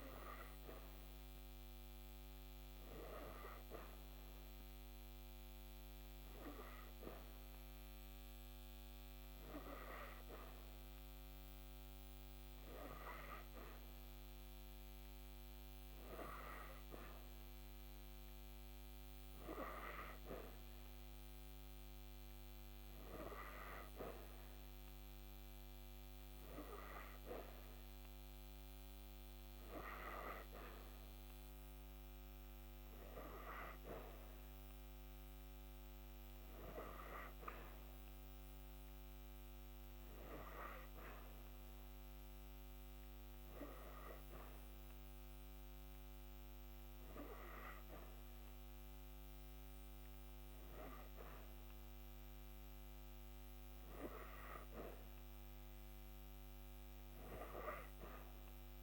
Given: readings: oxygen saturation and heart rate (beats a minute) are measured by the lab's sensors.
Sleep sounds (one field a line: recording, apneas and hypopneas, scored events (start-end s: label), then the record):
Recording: breathing in sleep by a microphone on the trachea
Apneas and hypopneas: none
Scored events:
58.00-58.83 s: new sleep stage, awake
From the record:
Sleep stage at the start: N3 (deep sleep)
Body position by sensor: on the back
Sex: female